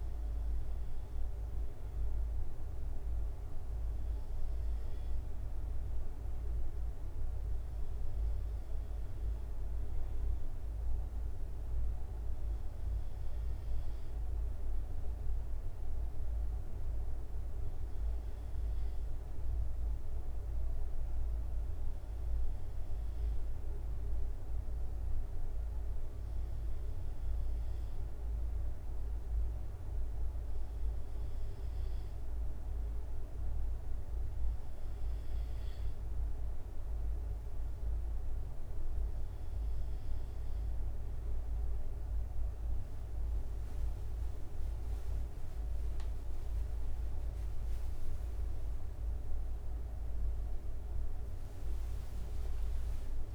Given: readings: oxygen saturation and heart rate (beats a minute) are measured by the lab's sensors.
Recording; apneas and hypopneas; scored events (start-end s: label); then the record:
breathing in sleep, hard to hear, by a room microphone; 1
16.50-41.00 s: hypopnea (oxygen 94% before, 93% lowest, heart rate 73 before, 72 extreme, up 8 after)
46.00-53.35 s: arousal
47.00-53.35 s: drop in pulse transit time (device-marked, heart rate 73 before, 79 extreme)
From the record:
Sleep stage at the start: N2 (light sleep); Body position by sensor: on the right side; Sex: male